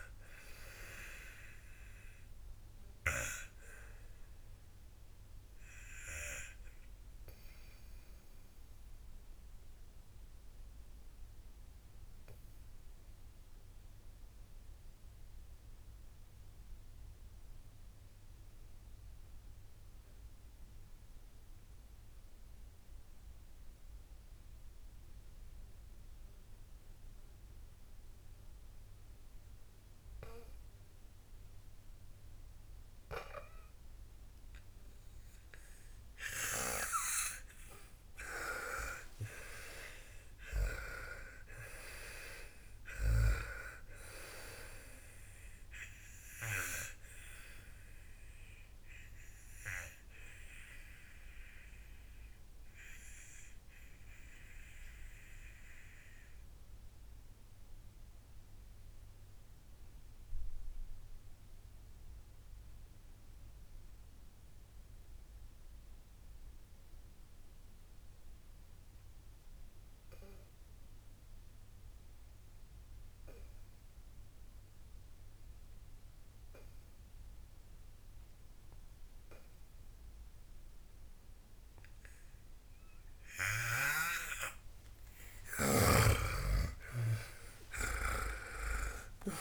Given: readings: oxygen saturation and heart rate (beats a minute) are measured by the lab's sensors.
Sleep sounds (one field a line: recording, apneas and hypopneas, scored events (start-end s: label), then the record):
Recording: breathing in sleep by a room microphone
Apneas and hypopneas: 2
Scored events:
0.00-20.50 s: oxygen desaturation (device-marked, oxygen 89% lowest, heart rate 49 extreme)
3.00-37.50 s: obstructive apnea (oxygen 98% before, 89% lowest, heart rate 70 before, 49 extreme, up 59 after)
35.50-66.50 s: oxygen desaturation (device-marked, oxygen 98% before, 89% lowest, heart rate 54 before, 49 extreme)
39.00-43.50 s: arousal
47.00-85.00 s: obstructive apnea (oxygen 98% before, 85% lowest, heart rate 75 before, 49 extreme)
79.50-89.41 s: oxygen desaturation (device-marked, oxygen 98% before, 85% lowest, heart rate 53 before, 50 extreme)
86.50-89.41 s: snoring (device-marked)
87.50-89.41 s: arousal
From the record:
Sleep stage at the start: N2 (light sleep)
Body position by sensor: on the back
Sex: female